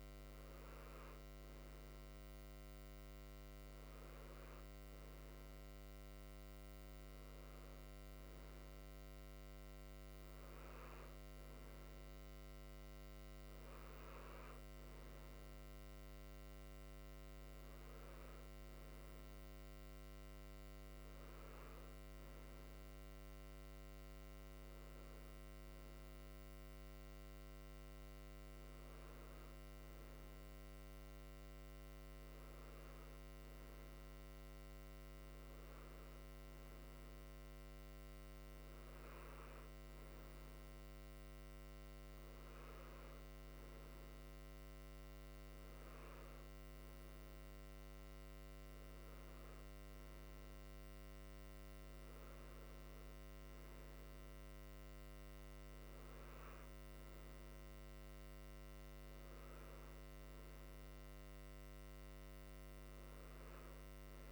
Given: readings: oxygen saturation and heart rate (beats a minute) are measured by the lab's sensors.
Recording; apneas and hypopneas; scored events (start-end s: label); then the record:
breathing in sleep, hard to hear, by a microphone on the trachea; none
none scored
From the record:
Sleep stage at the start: N3 (deep sleep); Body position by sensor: on the right side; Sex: male